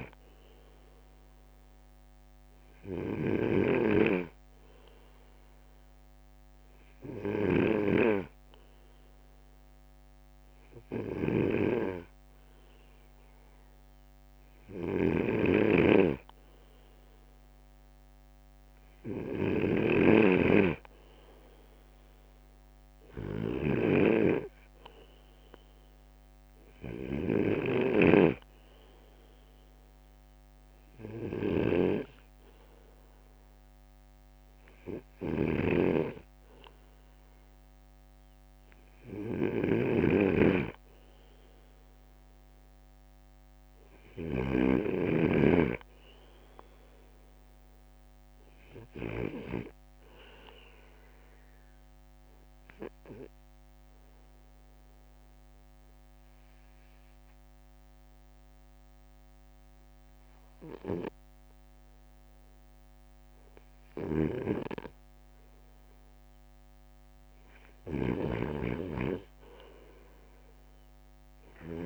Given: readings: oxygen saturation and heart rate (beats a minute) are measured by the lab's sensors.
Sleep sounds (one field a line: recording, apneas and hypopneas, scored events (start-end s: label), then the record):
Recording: breathing in sleep by a microphone on the trachea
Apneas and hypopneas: 1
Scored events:
0.00-44.50 s: snoring (device-marked)
51.50-67.50 s: obstructive apnea (oxygen 97% before, 95% lowest)
64.00-71.86 s: snoring (device-marked)
From the record:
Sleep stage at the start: N2 (light sleep)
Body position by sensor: on the right side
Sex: male